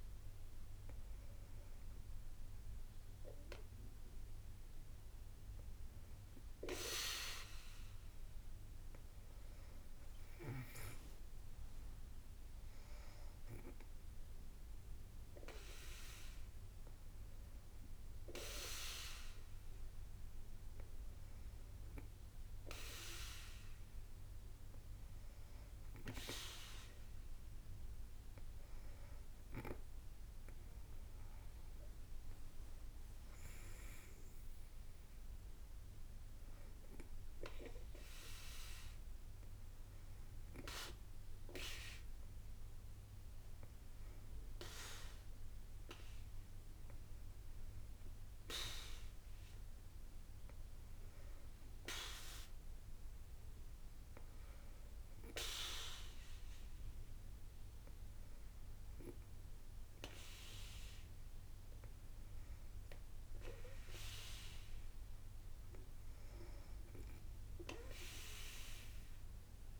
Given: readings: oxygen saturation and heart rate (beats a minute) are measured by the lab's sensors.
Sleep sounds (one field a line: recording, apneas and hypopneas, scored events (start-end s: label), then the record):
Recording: breathing in sleep by a room microphone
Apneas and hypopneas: 2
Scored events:
1.00-11.00 s: hypopnea (oxygen 98% before, 94% lowest, heart rate 57 before, 55 extreme, up 2 after)
12.00-15.00 s: arousal
43.00-55.50 s: hypopnea (oxygen 96% before, 94% lowest, heart rate 57 before, 56 extreme, up 2 after)
56.00-60.50 s: arousal
From the record:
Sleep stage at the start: N2 (light sleep)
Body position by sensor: on the back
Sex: female